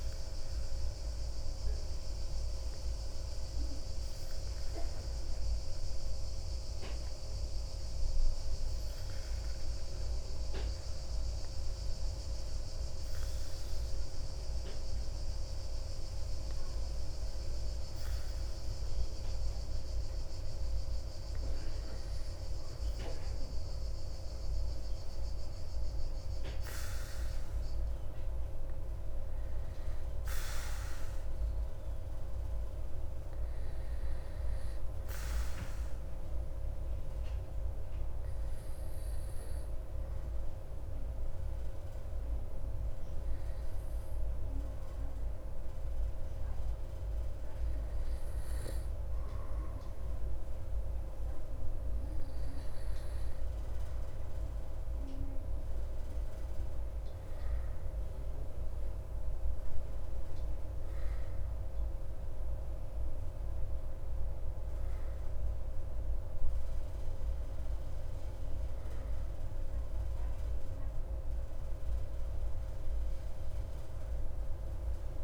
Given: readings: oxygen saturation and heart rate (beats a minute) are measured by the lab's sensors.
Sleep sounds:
breathing in sleep, hard to hear, by a room microphone; 2
0.00-5.50 s: oxygen desaturation (device-marked, oxygen 94% lowest)
1.00-22.50 s: hypopnea (oxygen 98% before, 94% lowest)
26.00-29.50 s: arousal
35.50-49.50 s: obstructive apnea (oxygen 98% before, 95% lowest)
53.50-57.00 s: arousal
From the record:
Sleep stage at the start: N2 (light sleep); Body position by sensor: on the back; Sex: male

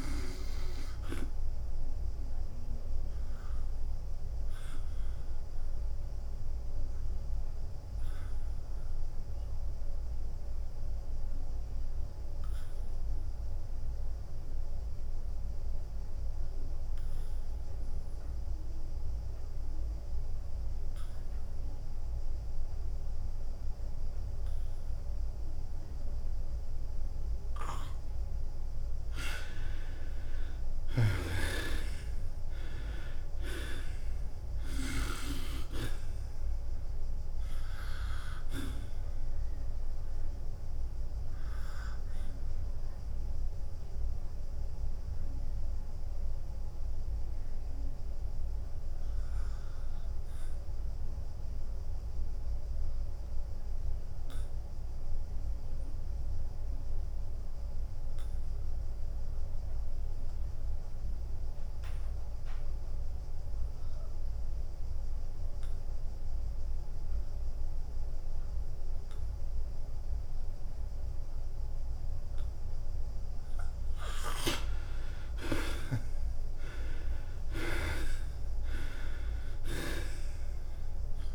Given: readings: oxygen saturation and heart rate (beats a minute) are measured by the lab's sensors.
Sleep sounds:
breathing in sleep by a room microphone; 2
0.00-8.00 s: drop in pulse transit time (device-marked, heart rate 91 extreme)
0.00-23.00 s: oxygen desaturation (device-marked, oxygen 77% lowest, heart rate 86 extreme)
2.00-29.50 s: obstructive apnea (oxygen 98% before, 77% lowest, heart rate 90 before, 86 extreme, up 7 after)
31.00-44.00 s: drop in pulse transit time (device-marked, heart rate 90 before, 87 extreme)
32.00-35.00 s: arousal
40.00-74.50 s: obstructive apnea (oxygen 97% before, 76% lowest, heart rate 89 before, 87 extreme, up 8 after)
50.00-60.00 s: oxygen desaturation (device-marked, oxygen 92% before, 83% lowest, heart rate 89 before, 88 extreme)
54.50-56.50 s: long interval between heartbeats (device-marked, heart rate 90 before, 90 extreme)
74.00-81.35 s: oxygen desaturation (device-marked, oxygen 95% before, 76% lowest, heart rate 90 before, 89 extreme)
75.00-81.35 s: drop in pulse transit time (device-marked, heart rate 89 before, 91 extreme)
76.50-80.50 s: arousal
From the record:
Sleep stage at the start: N2 (light sleep); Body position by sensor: on the back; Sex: male

